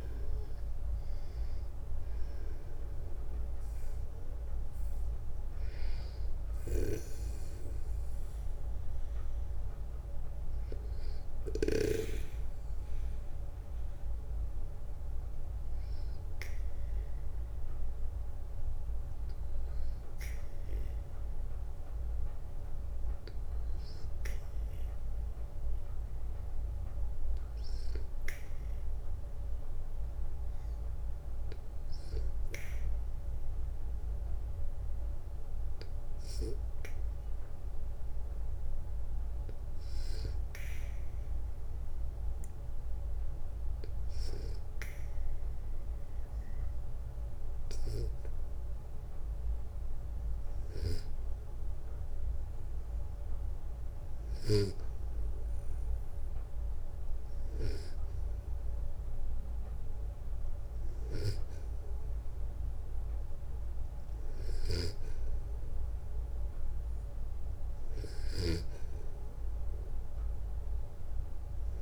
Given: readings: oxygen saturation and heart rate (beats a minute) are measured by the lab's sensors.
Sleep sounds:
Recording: breathing in sleep by a room microphone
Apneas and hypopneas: 1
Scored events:
0.00-8.50 s: oxygen desaturation (device-marked, oxygen 87% lowest, heart rate 60 extreme)
5.50-11.00 s: snoring (device-marked)
33.00-50.50 s: hypopnea (oxygen 97% before, 92% lowest, heart rate 62 before, 61 extreme, up 2 after)
54.00-57.50 s: arousal
63.50-68.00 s: snoring (device-marked)
From the record:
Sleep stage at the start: N2 (light sleep)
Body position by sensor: on the back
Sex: male

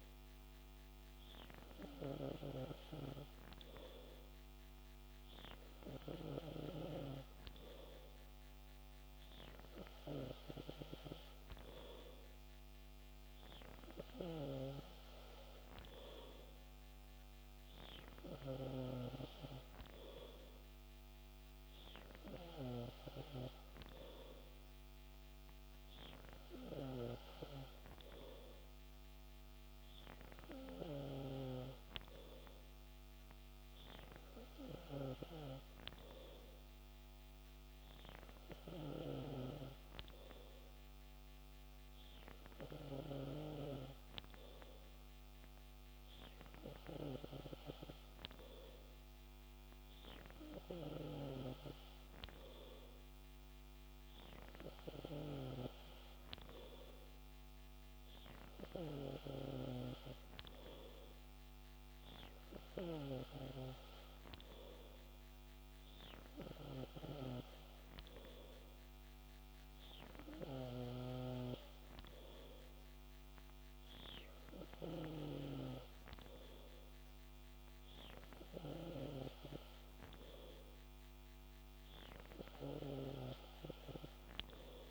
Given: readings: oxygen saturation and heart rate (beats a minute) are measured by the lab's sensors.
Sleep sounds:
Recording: breathing in sleep by a microphone on the trachea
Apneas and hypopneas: none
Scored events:
none scored
From the record:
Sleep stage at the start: N3 (deep sleep)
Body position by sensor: on the back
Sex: male

